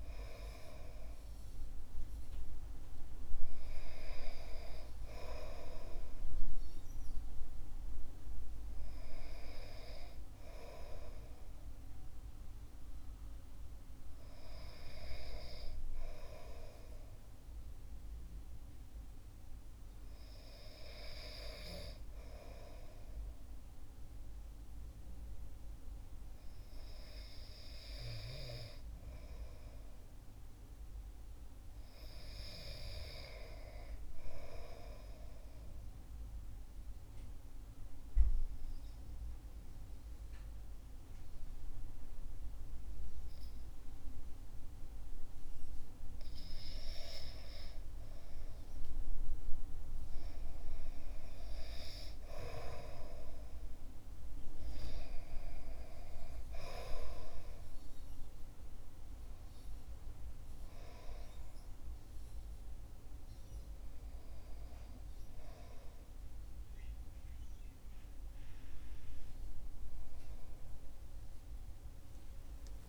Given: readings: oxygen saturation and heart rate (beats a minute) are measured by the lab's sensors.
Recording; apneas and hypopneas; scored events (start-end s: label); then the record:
breathing in sleep by a room microphone; 1
34.50-46.00 s: mixed apnea (oxygen 99% before, 94% lowest, heart rate 60 before, 58 extreme, up 7 after)
58.50-72.89 s: oxygen desaturation (device-marked, oxygen 97% before, 94% lowest, heart rate 62 before, 58 extreme)
67.50-72.89 s: new sleep stage, awake
From the record:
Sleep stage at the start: REM sleep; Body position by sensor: on the back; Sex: male